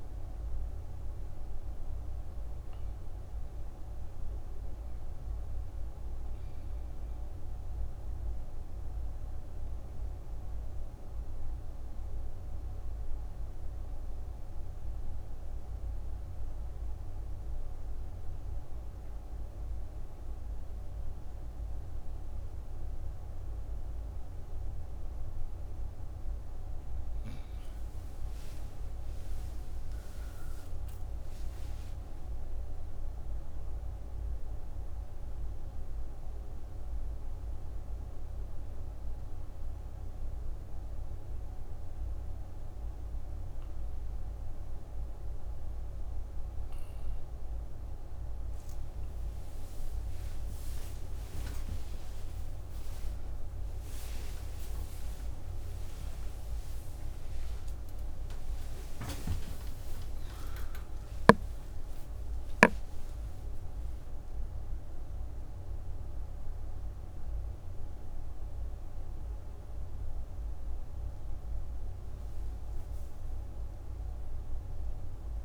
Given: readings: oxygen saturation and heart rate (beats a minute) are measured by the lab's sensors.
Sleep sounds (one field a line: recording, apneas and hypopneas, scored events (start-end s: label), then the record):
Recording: a person partly awake in a sleep study, hard to hear, by a room microphone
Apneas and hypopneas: 1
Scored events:
0.00-10.00 s: oxygen desaturation (device-marked, oxygen 90% lowest)
4.50-26.00 s: obstructive apnea (oxygen 98% before, 88% lowest)
15.00-23.00 s: oxygen desaturation (device-marked, oxygen 91% before, 88% lowest)
31.00-57.00 s: oxygen desaturation (device-marked, oxygen 99% before, 91% lowest)
46.00-75.45 s: new sleep stage, awake
From the record:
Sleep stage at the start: N2 (light sleep)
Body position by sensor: on the right side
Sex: female